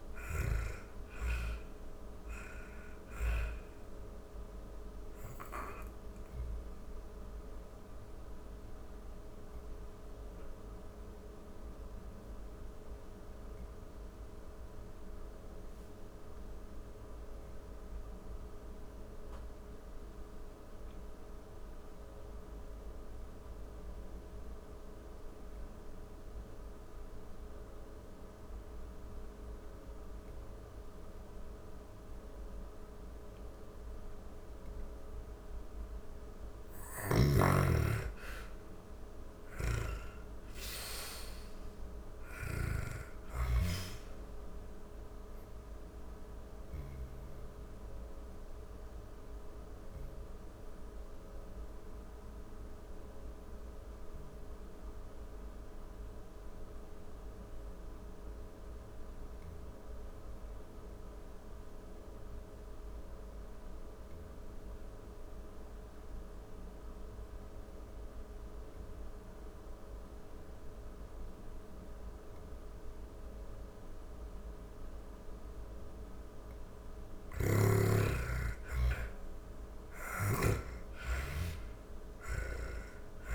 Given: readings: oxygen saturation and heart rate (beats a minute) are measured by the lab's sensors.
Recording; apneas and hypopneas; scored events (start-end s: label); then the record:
breathing in sleep by a room microphone; 2
0.00-25.00 s: oxygen desaturation (device-marked, oxygen 86% lowest)
5.50-32.00 s: obstructive apnea (oxygen 98% before, 84% lowest)
33.00-59.00 s: oxygen desaturation (device-marked, oxygen 99% before, 85% lowest, heart rate 54 before, 40 extreme)
35.50-42.00 s: snoring (device-marked)
36.00-41.00 s: arousal
45.00-74.50 s: obstructive apnea (oxygen 99% before, 83% lowest, heart rate 62 before, 40 extreme, up 23 after)
72.00-83.35 s: oxygen desaturation (device-marked, oxygen 98% before, 83% lowest, heart rate 49 before, 40 extreme)
75.50-83.35 s: snoring (device-marked)
77.00-81.00 s: arousal
From the record:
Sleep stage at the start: N2 (light sleep); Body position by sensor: on the back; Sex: female